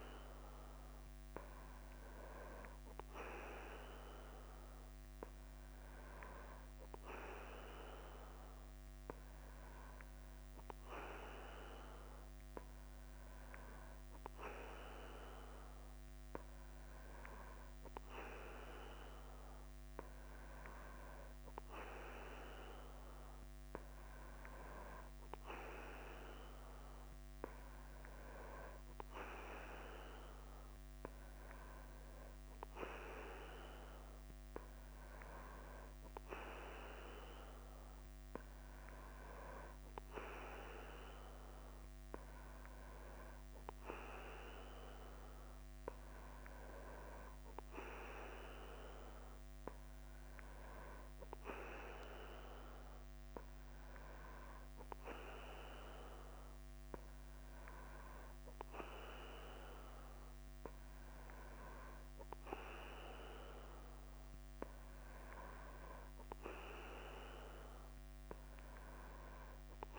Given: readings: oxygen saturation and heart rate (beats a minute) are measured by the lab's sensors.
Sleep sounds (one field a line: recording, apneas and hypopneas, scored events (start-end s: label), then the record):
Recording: breathing in sleep by a microphone on the trachea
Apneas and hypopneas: none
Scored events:
0.00-69.99 s: bradycardia (device-marked, heart rate 44 extreme)
19.00-21.00 s: long interval between heartbeats (device-marked, heart rate 51 before, 51 extreme)
From the record:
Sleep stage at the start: N3 (deep sleep)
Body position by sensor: on the back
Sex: male